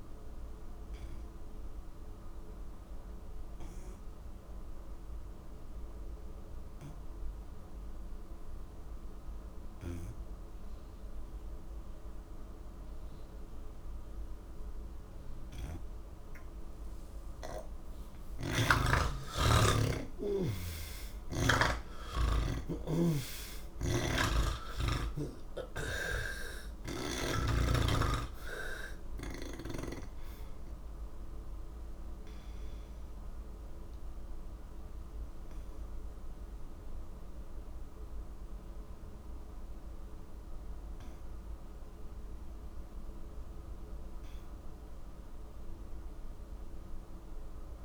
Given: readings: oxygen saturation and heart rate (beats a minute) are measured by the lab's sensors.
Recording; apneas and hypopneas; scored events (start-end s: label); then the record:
breathing in sleep by a room microphone; none
4.00-47.84 s: oxygen desaturation (device-marked, oxygen 82% before, 66% lowest, heart rate 103 before, 70 extreme)
18.00-21.50 s: snoring (device-marked)
23.50-27.00 s: snoring (device-marked)
From the record:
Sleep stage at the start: N3 (deep sleep); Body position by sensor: on the back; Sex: male